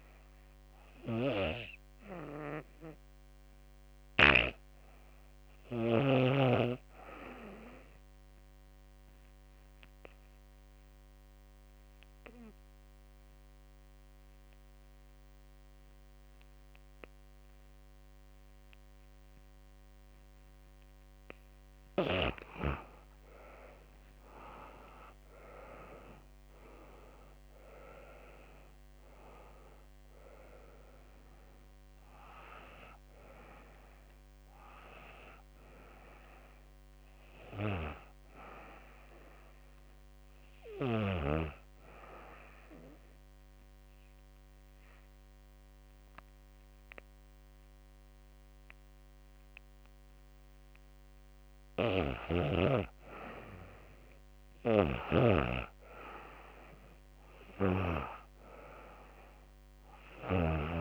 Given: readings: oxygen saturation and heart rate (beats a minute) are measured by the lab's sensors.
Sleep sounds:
breathing in sleep by a microphone on the trachea; 2
0.00-21.50 s: oxygen desaturation (device-marked, oxygen 89% lowest, heart rate 70 extreme)
6.00-19.50 s: obstructive apnea (oxygen 95% before, 83% lowest, heart rate 73 before, 70 extreme, up 9 after)
23.50-27.50 s: arousal
27.50-42.50 s: oxygen desaturation (device-marked, oxygen 91% before, 83% lowest, heart rate 73 before, 71 extreme)
40.50-51.50 s: obstructive apnea (oxygen 91% before, 85% lowest, heart rate 81 before, 71 extreme, up 3 after)
53.50-60.81 s: snoring (device-marked)
54.50-58.00 s: arousal
56.50-60.81 s: oxygen desaturation (device-marked, oxygen 97% before, 90% lowest, heart rate 77 before, 68 extreme)
From the record:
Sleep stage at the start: N2 (light sleep); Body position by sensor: on the back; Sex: female

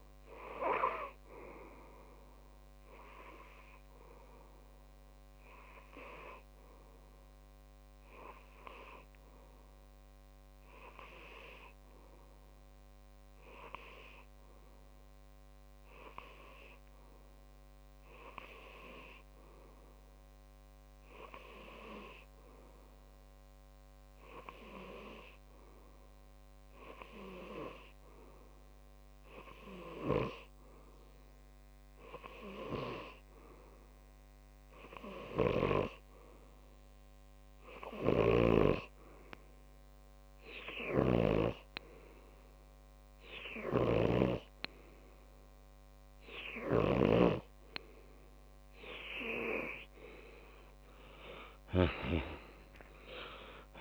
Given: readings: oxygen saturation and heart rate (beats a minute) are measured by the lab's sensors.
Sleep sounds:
breathing in sleep by a microphone on the trachea; 1
3.50-32.50 s: hypopnea (oxygen 95% before, 95% lowest)
35.50-38.50 s: arousal
40.50-53.81 s: oxygen desaturation (device-marked, oxygen 99% before, 95% lowest)
From the record:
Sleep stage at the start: N2 (light sleep); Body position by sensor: on the back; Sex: male

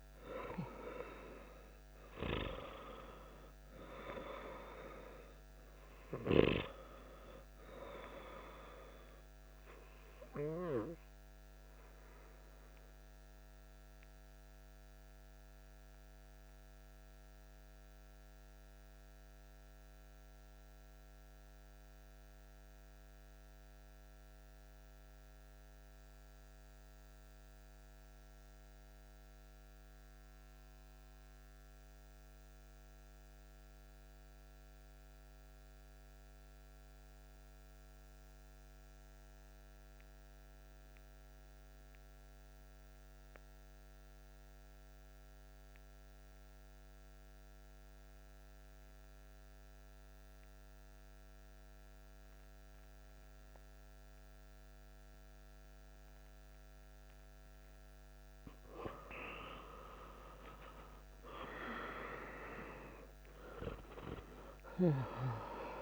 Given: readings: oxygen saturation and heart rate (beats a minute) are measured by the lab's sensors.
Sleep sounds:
breathing in sleep by a microphone on the trachea; 1
0.00-19.50 s: oxygen desaturation (device-marked, oxygen 92% lowest)
11.50-57.50 s: mixed apnea (oxygen 96% before, 91% lowest)
44.50-65.82 s: oxygen desaturation (device-marked, oxygen 97% before, 91% lowest)
59.00-63.50 s: arousal
From the record:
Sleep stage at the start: N2 (light sleep); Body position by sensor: on the back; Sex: male

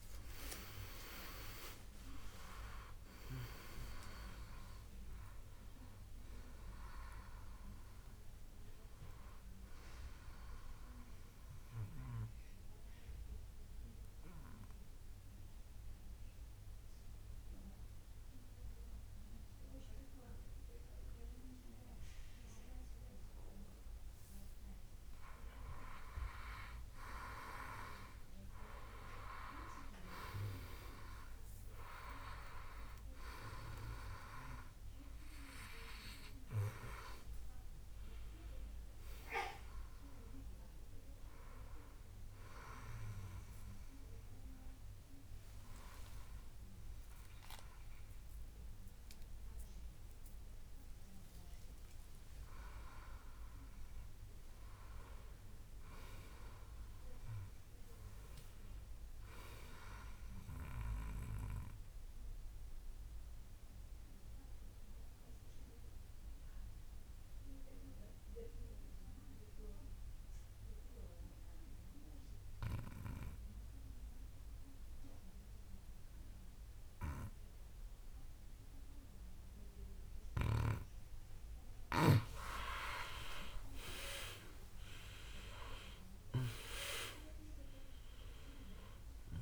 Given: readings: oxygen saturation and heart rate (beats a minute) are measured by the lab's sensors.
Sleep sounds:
breathing in sleep by a room microphone; 3
0.00-22.50 s: oxygen desaturation (device-marked, oxygen 92% lowest, heart rate 63 extreme)
11.50-25.00 s: obstructive apnea (oxygen 98% before, 92% lowest, heart rate 77 before, 63 extreme, up 8 after)
27.00-30.00 s: arousal
40.50-53.00 s: hypopnea (oxygen 99% before, 91% lowest, heart rate 69 before, 64 extreme, up 1 after)
42.50-62.50 s: oxygen desaturation (device-marked, oxygen 98% before, 95% lowest, heart rate 69 before, 64 extreme)
55.50-58.00 s: arousal
62.00-81.00 s: obstructive apnea (oxygen 98% before, 91% lowest, heart rate 70 before, 64 extreme, up 16 after)
83.50-87.50 s: arousal
83.50-89.42 s: oxygen desaturation (device-marked, oxygen 96% before, 91% lowest, heart rate 65 before, 62 extreme)
From the record:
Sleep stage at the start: N2 (light sleep); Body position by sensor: on the back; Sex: male

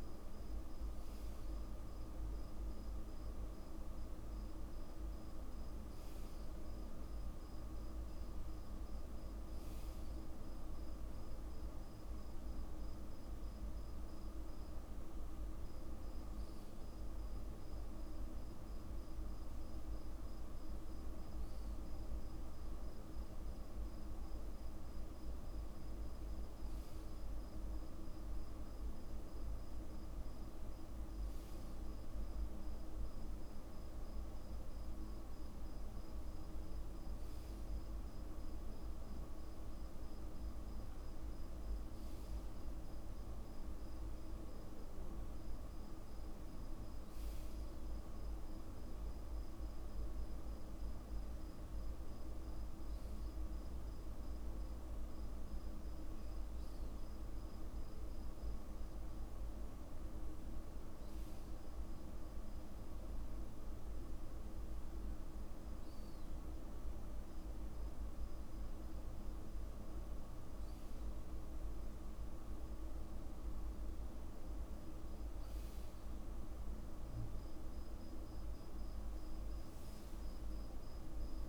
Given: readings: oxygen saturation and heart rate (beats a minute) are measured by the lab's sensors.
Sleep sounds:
breathing in sleep, hard to hear, by a room microphone; none
68.00-81.49 s: new sleep stage, awake
From the record:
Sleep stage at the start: REM sleep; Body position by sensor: on the back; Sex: male

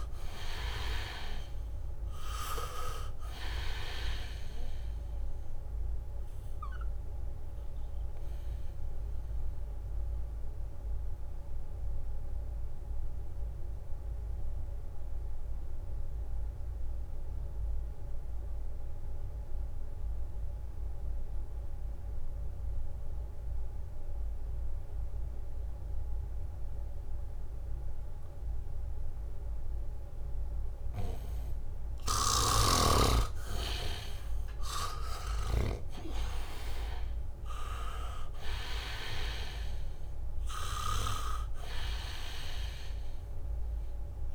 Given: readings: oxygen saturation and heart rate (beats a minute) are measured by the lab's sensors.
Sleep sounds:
breathing in sleep by a room microphone; 1
0.00-1.00 s: arousal
0.00-5.00 s: leg movement (device-marked)
0.00-21.50 s: oxygen desaturation (device-marked, oxygen 78% lowest, heart rate 66 extreme)
6.50-8.50 s: leg movement (device-marked)
7.50-32.00 s: mixed apnea (oxygen 98% before, 77% lowest, heart rate 68 before, 66 extreme, up 5 after)
28.50-30.00 s: leg movement (device-marked)
32.50-36.00 s: snoring (device-marked)
34.00-38.00 s: arousal
34.50-44.35 s: oxygen desaturation (device-marked, oxygen 98% before, 77% lowest, heart rate 69 before, 62 extreme)
From the record:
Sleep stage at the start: N2 (light sleep); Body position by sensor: on the back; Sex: male

